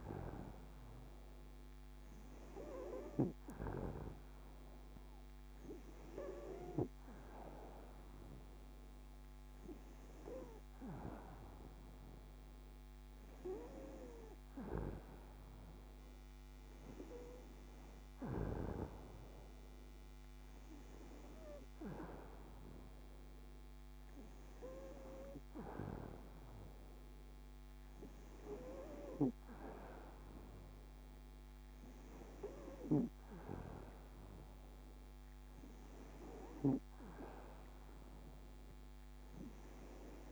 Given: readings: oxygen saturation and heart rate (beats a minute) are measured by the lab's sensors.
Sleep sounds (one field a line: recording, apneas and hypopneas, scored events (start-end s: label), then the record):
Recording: breathing in sleep by a microphone on the trachea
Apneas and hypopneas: none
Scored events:
none scored
From the record:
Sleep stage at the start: N2 (light sleep)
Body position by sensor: on the back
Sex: female